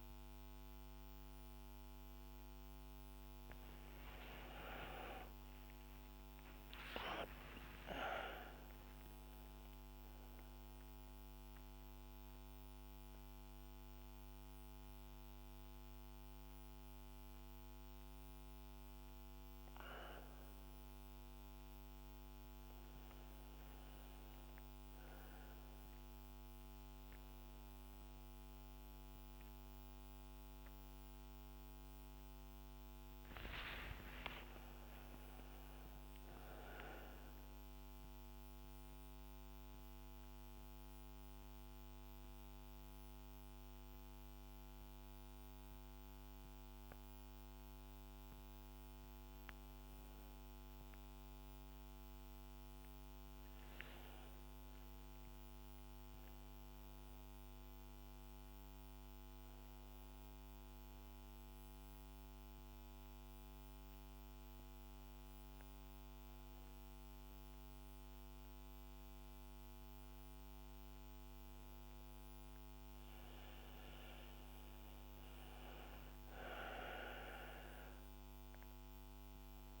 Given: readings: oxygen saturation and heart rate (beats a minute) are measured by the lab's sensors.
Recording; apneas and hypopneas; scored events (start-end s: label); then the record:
breathing in sleep by a microphone on the trachea; 3
4.50-9.50 s: arousal
5.50-14.50 s: oxygen desaturation (device-marked, oxygen 100% before, 96% lowest, heart rate 73 before, 67 extreme)
10.50-22.50 s: central apnea (oxygen 100% before, 96% lowest, heart rate 79 before, 67 extreme, up 1 after)
31.00-35.50 s: arousal
39.00-49.00 s: obstructive apnea (oxygen 99% before, 96% lowest, heart rate 69 before, 67 extreme, up 2 after)
51.00-56.00 s: arousal
60.00-72.00 s: obstructive apnea (oxygen 99% before, 96% lowest, heart rate 71 before, 67 extreme, up 11 after)
74.50-78.50 s: arousal
From the record:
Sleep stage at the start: N1 (lightest sleep); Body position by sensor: on the back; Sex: female